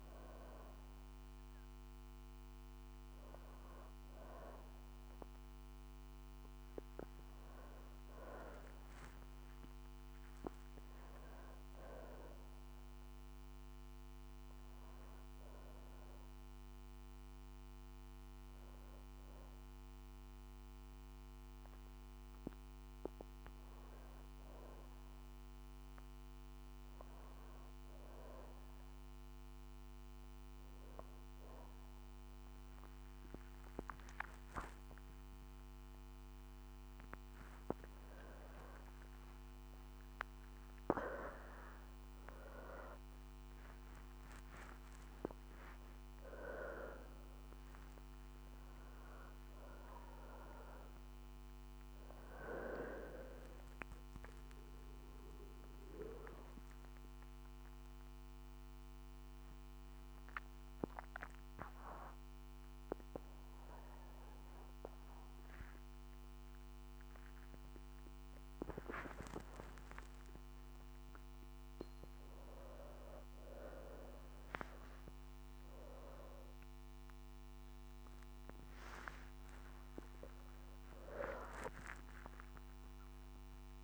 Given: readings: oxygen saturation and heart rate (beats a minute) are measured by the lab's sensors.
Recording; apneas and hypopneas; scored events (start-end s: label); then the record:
a person awake in a sleep study, by a microphone on the trachea; none
20.50-83.84 s: new sleep stage, awake
From the record:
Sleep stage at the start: N2 (light sleep); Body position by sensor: on the back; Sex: female